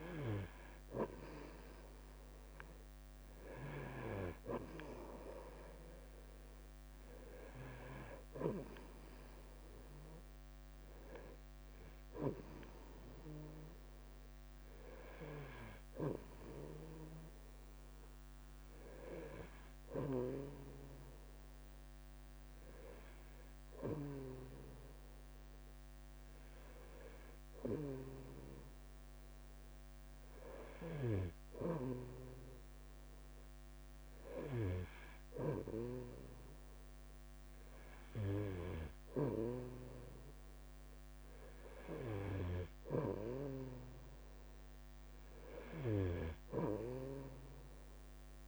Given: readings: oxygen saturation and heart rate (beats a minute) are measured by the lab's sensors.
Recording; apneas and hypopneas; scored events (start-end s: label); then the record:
breathing in sleep by a microphone on the trachea; none
0.00-48.48 s: bradycardia (device-marked, heart rate 49 extreme)
7.50-9.50 s: long interval between heartbeats (device-marked, heart rate 54 before, 58 extreme)
From the record:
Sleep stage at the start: N3 (deep sleep); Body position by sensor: on the right side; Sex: male